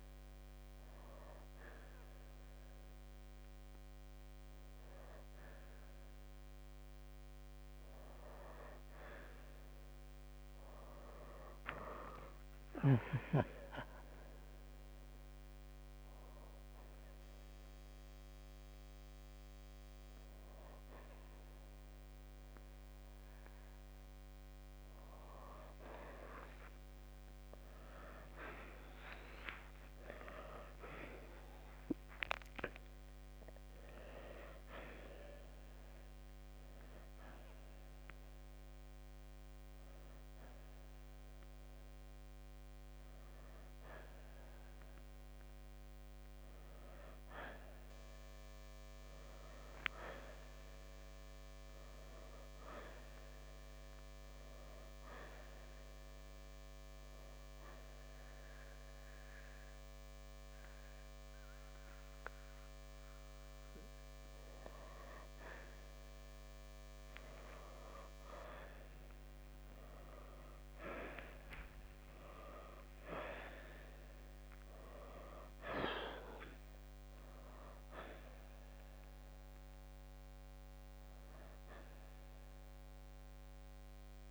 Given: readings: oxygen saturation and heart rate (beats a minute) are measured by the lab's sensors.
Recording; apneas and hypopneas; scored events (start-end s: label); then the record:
breathing in sleep by a microphone on the trachea; none
2.00-13.00 s: oxygen desaturation (device-marked, oxygen 91% before, 88% lowest, heart rate 68 before, 64 extreme)
21.00-38.00 s: oxygen desaturation (device-marked, oxygen 91% before, 86% lowest, heart rate 70 before, 66 extreme)
29.50-33.50 s: arousal
40.00-54.00 s: oxygen desaturation (device-marked, oxygen 93% before, 89% lowest, heart rate 71 before, 63 extreme)
59.00-75.00 s: oxygen desaturation (device-marked, oxygen 93% before, 89% lowest, heart rate 70 before, 63 extreme)
68.00-73.50 s: arousal
77.00-84.31 s: oxygen desaturation (device-marked, oxygen 92% before, 85% lowest, heart rate 66 before, 56 extreme)
From the record:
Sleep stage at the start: N1 (lightest sleep); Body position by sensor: on the right side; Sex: male